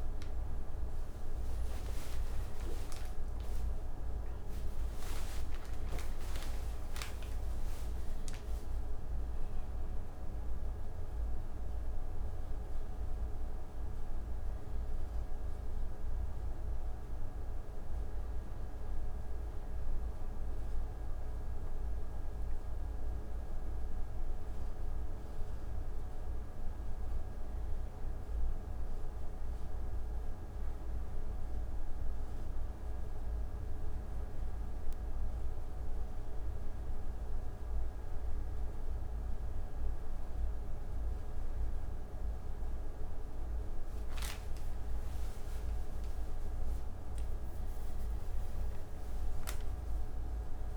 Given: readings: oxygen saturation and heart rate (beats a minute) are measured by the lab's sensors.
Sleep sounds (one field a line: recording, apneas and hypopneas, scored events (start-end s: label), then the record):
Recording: a person awake in a sleep study, hard to hear, by a room microphone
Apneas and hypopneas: none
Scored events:
0.00-9.50 s: oxygen desaturation (device-marked, oxygen 95% lowest)
26.50-47.50 s: oxygen desaturation (device-marked, oxygen 99% before, 95% lowest)
From the record:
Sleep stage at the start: awake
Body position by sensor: on the back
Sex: male